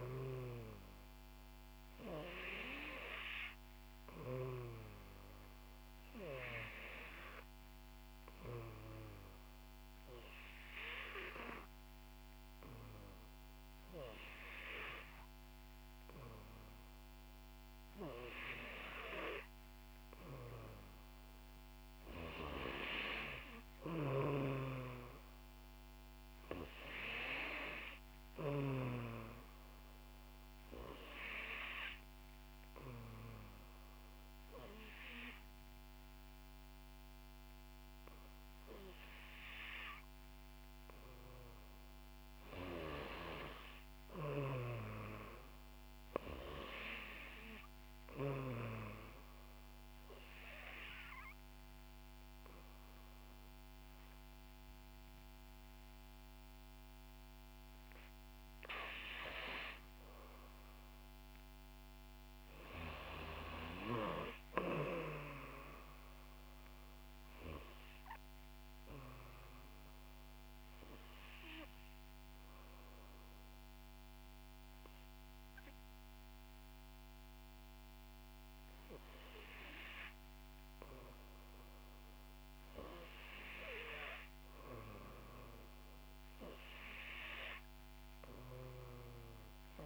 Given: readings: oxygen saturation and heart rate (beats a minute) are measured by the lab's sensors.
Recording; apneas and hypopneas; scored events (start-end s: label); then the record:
breathing in sleep by a microphone on the trachea; 2
49.00-59.00 s: obstructive apnea (oxygen 92% before, 89% lowest, heart rate 65 before, 60 extreme, up 3 after)
70.00-81.50 s: obstructive apnea (oxygen 92% before, 89% lowest, heart rate 65 before, 60 extreme, up 4 after)
82.00-84.00 s: long interval between heartbeats (device-marked, heart rate 63 before, 64 extreme)
From the record:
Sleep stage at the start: N3 (deep sleep); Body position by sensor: on the back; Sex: female